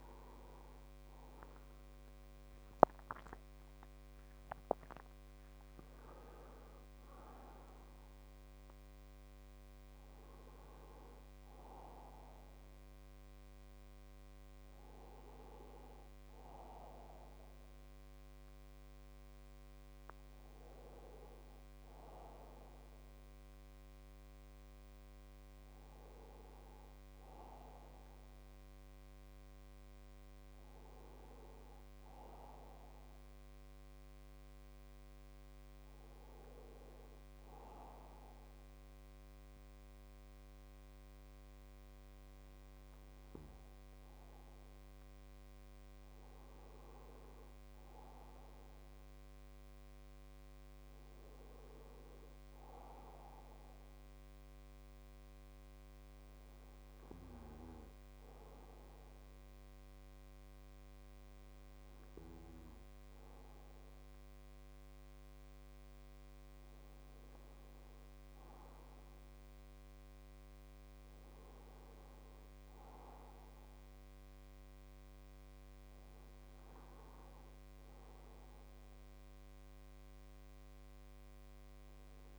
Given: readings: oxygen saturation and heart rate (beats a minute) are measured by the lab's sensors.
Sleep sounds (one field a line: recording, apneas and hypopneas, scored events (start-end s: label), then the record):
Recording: breathing in sleep by a microphone on the trachea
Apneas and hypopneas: 1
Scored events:
48.00-51.00 s: arousal
49.50-82.38 s: new sleep stage, N2 (light sleep)
54.50-66.00 s: hypopnea (oxygen 98% before, 96% lowest, heart rate 76 before, 74 extreme, up 52 after)
68.50-71.50 s: arousal
From the record:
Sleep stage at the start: N1 (lightest sleep)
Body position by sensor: on the right side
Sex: male